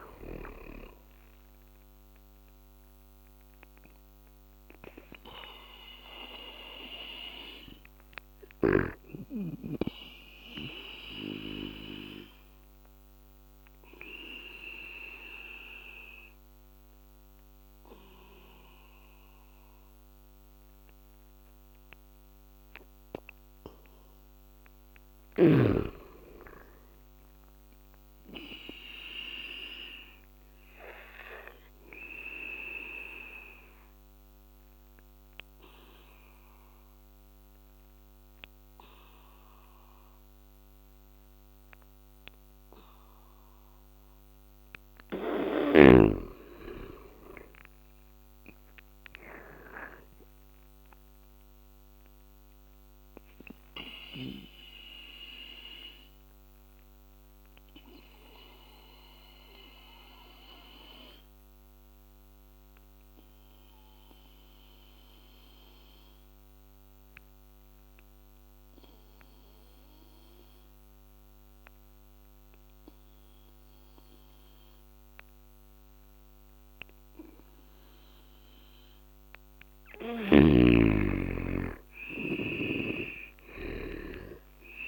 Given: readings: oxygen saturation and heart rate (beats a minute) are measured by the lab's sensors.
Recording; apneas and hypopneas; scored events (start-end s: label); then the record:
breathing in sleep by a microphone on the trachea; 3
0.00-14.00 s: oxygen desaturation (device-marked, oxygen 86% lowest, heart rate 70 extreme)
2.50-22.50 s: obstructive apnea (oxygen 98% before, 81% lowest, heart rate 73 before, 70 extreme, up 15 after)
21.00-28.00 s: oxygen desaturation (device-marked, oxygen 87% before, 81% lowest, heart rate 80 before, 72 extreme)
24.50-27.50 s: arousal
29.50-45.00 s: obstructive apnea (oxygen 95% before, 87% lowest, heart rate 77 before, 72 extreme, up 13 after)
43.00-48.00 s: oxygen desaturation (device-marked, oxygen 97% before, 93% lowest, heart rate 78 before, 71 extreme)
46.50-50.00 s: arousal
50.00-74.00 s: oxygen desaturation (device-marked, oxygen 98% before, 87% lowest, heart rate 76 before, 70 extreme)
51.50-78.50 s: obstructive apnea (oxygen 100% before, 87% lowest, heart rate 76 before, 70 extreme, up 11 after)
81.00-84.50 s: arousal
From the record:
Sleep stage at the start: N2 (light sleep); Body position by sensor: on the back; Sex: male